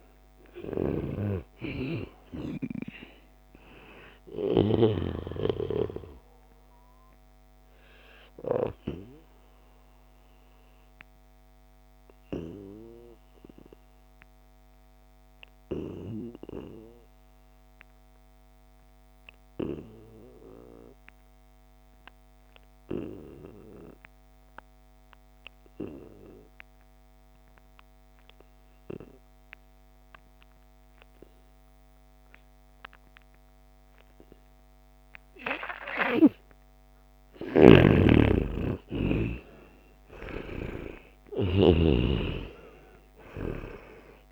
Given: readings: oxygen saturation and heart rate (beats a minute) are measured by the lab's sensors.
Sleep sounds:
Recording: breathing in sleep by a microphone on the trachea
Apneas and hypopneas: 1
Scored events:
0.00-12.00 s: oxygen desaturation (device-marked, oxygen 89% lowest, heart rate 69 extreme)
6.00-35.50 s: obstructive apnea (oxygen 97% before, 86% lowest, heart rate 82 before, 68 extreme, up 1 after)
28.00-44.32 s: oxygen desaturation (device-marked, oxygen 97% before, 86% lowest, heart rate 77 before, 68 extreme)
37.00-42.00 s: snoring (device-marked)
37.50-41.00 s: arousal
From the record:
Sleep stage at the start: N2 (light sleep)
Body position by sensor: on the back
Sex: male

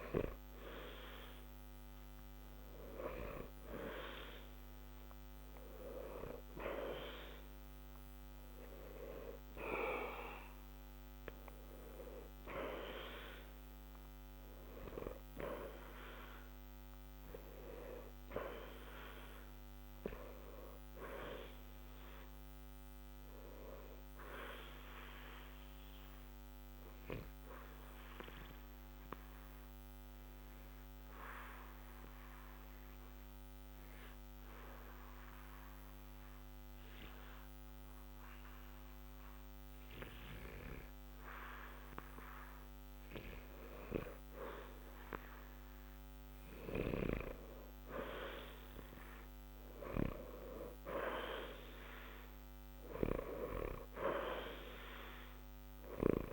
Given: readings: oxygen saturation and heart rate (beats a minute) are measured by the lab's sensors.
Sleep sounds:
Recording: breathing in sleep by a microphone on the trachea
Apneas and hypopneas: 1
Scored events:
0.00-2.00 s: arousal
18.00-39.00 s: oxygen desaturation (device-marked, oxygen 92% before, 89% lowest, heart rate 60 before, 60 extreme)
23.50-42.50 s: obstructive apnea (oxygen 93% before, 89% lowest, heart rate 60 before, 60 extreme, up 2 after)
45.00-49.00 s: arousal
From the record:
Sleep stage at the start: N2 (light sleep)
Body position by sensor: on the back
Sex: male

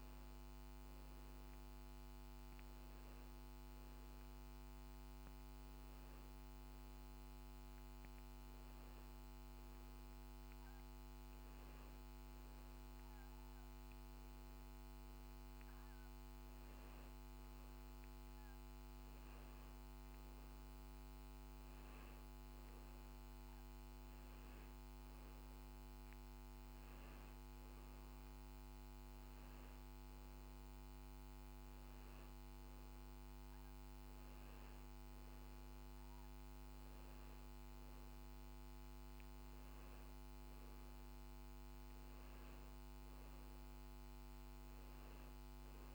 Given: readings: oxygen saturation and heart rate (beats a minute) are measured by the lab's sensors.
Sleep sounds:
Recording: breathing in sleep, hard to hear, by a microphone on the trachea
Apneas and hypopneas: none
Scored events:
none scored
From the record:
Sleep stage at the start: N2 (light sleep)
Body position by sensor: on the back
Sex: male

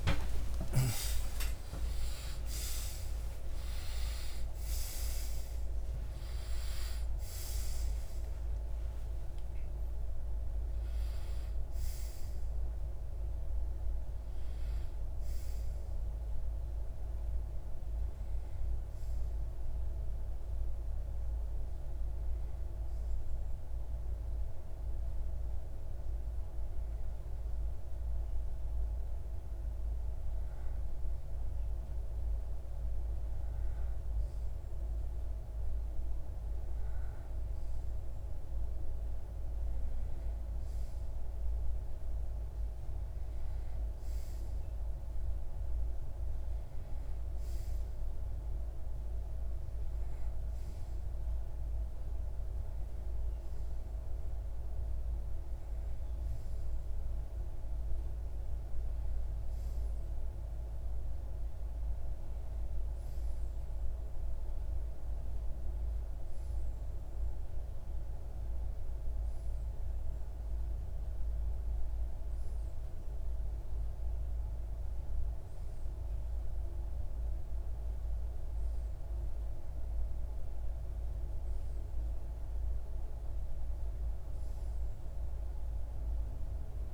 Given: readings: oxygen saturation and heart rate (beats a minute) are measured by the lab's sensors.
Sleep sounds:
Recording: a person partly awake in a sleep study, hard to hear, by a room microphone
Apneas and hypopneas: none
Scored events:
12.50-21.50 s: oxygen desaturation (device-marked, oxygen 93% before, 90% lowest)
26.50-56.50 s: new sleep stage, N1 (lightest sleep)
43.50-60.50 s: oxygen desaturation (device-marked, oxygen 98% before, 94% lowest)
56.50-86.94 s: new sleep stage, N2 (light sleep)
From the record:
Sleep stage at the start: awake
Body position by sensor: on the back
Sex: male

